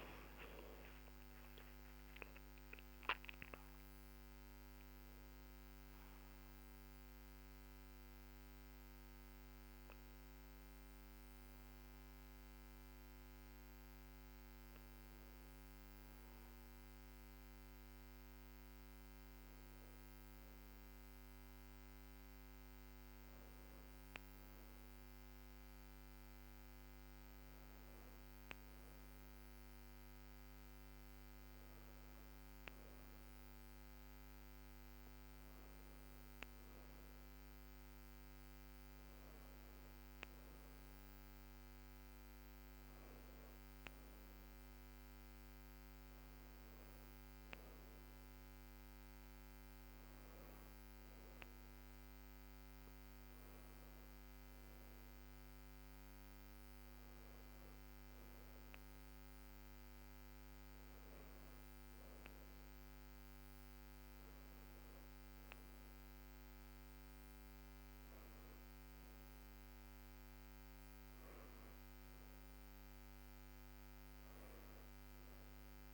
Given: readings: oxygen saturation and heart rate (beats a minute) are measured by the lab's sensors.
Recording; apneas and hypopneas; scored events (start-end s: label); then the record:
breathing in sleep, hard to hear, by a microphone on the trachea; none
none scored
From the record:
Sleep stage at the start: N2 (light sleep); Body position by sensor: on the back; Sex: female